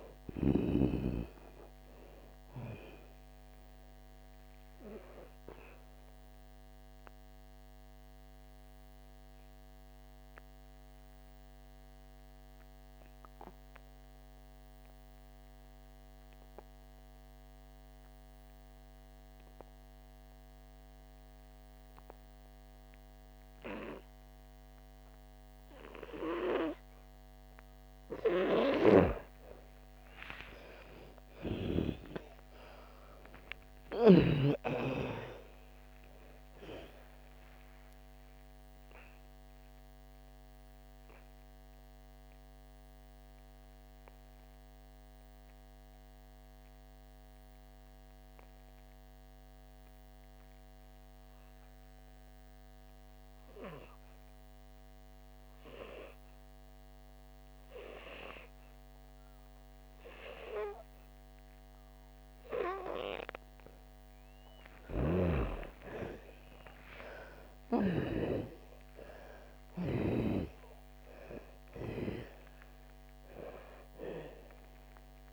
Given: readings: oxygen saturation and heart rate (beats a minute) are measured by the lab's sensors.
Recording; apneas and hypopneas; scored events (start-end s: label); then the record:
breathing in sleep by a microphone on the trachea; 2
0.00-27.00 s: oxygen desaturation (device-marked, oxygen 99% before, 89% lowest, heart rate 60 before, 54 extreme)
6.50-28.50 s: obstructive apnea (oxygen 99% before, 87% lowest, heart rate 66 before, 54 extreme, up 9 after)
29.00-34.50 s: snoring (device-marked)
30.00-35.50 s: arousal
39.00-64.00 s: obstructive apnea (oxygen 98% before, 87% lowest, heart rate 62 before, 53 extreme, up 6 after)
40.00-61.00 s: oxygen desaturation (device-marked, oxygen 97% before, 87% lowest, heart rate 62 before, 55 extreme)
65.00-68.50 s: snoring (device-marked)
65.50-70.00 s: arousal
74.00-75.33 s: oxygen desaturation (device-marked, oxygen 98% before, 87% lowest, heart rate 63 before, 53 extreme)
From the record:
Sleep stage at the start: N2 (light sleep); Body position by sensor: on the back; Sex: female